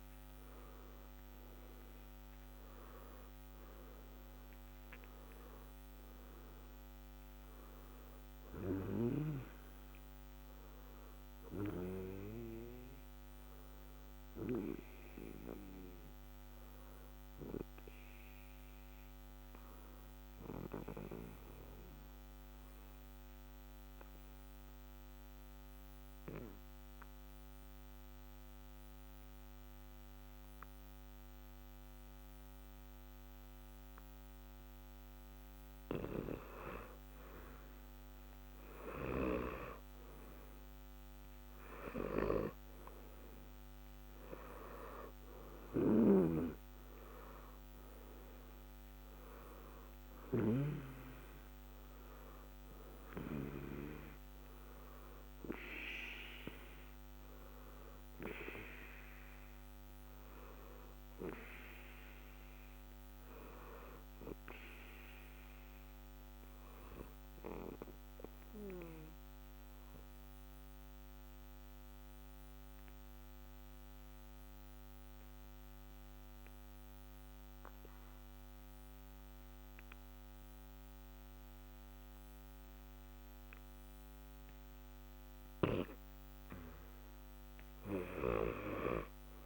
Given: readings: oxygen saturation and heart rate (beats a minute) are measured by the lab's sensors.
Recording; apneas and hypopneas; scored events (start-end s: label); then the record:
breathing in sleep by a microphone on the trachea; 2
0.00-30.00 s: oxygen desaturation (device-marked, oxygen 87% lowest, heart rate 60 extreme)
13.50-33.50 s: obstructive apnea (oxygen 93% before, 87% lowest, heart rate 60 before, 60 extreme, up 2 after)
35.50-39.50 s: arousal
60.00-74.00 s: oxygen desaturation (device-marked, oxygen 91% before, 87% lowest, heart rate 60 before, 60 extreme)
64.00-84.00 s: obstructive apnea (oxygen 93% before, 87% lowest, heart rate 60 before, 60 extreme, up 0 after)
86.50-89.46 s: arousal
From the record:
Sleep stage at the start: N2 (light sleep); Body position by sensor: on the back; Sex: male